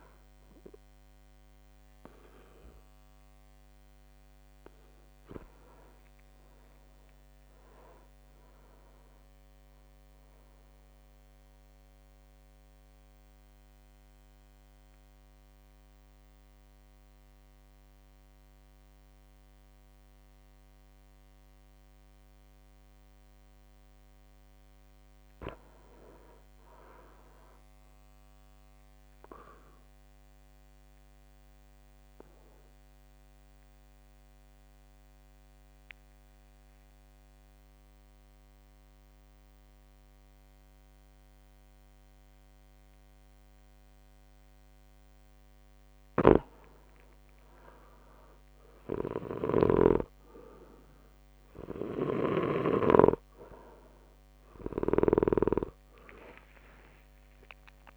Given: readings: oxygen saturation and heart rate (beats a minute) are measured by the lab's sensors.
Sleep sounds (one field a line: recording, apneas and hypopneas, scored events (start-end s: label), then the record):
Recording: breathing in sleep by a microphone on the trachea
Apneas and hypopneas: 2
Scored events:
0.00-22.50 s: oxygen desaturation (device-marked, oxygen 91% lowest, heart rate 55 extreme)
7.50-23.50 s: drop in pulse transit time (device-marked, heart rate 63 before, 57 extreme)
11.50-24.00 s: mixed apnea (oxygen 100% before, 91% lowest, heart rate 63 before, 55 extreme, up 4 after)
25.50-28.50 s: arousal
31.00-45.00 s: obstructive apnea (oxygen 100% before, 96% lowest, heart rate 59 before, 55 extreme, up 6 after)
46.00-52.50 s: snoring (device-marked)
49.50-57.97 s: drop in pulse transit time (device-marked, heart rate 58 before, 60 extreme)
55.50-57.50 s: long interval between heartbeats (device-marked, heart rate 58 before, 66 extreme)
From the record:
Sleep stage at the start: REM sleep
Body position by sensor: on the back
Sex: male